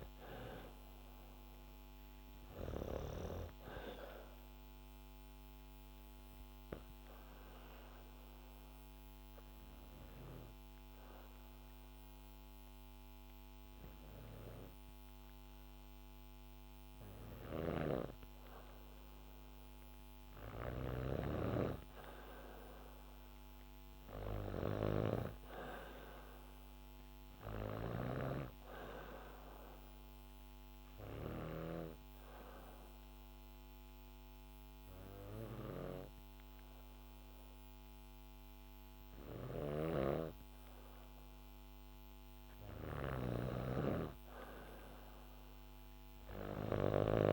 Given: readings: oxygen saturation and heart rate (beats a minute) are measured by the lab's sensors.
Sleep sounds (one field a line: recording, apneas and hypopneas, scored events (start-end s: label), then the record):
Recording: breathing in sleep by a microphone on the trachea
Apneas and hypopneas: 2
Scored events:
0.00-1.00 s: arousal
0.00-17.00 s: oxygen desaturation (device-marked, oxygen 98% before, 95% lowest, heart rate 66 before, 65 extreme)
4.00-17.50 s: obstructive apnea (oxygen 99% before, 94% lowest, heart rate 66 before, 65 extreme, up 4 after)
17.00-28.00 s: snoring (device-marked)
19.00-22.50 s: arousal
30.50-41.50 s: obstructive apnea (oxygen 98% before, 94% lowest, heart rate 67 before, 66 extreme, up 2 after)
39.00-47.33 s: snoring (device-marked)
43.50-47.00 s: arousal
From the record:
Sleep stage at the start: N2 (light sleep)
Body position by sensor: on the back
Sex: female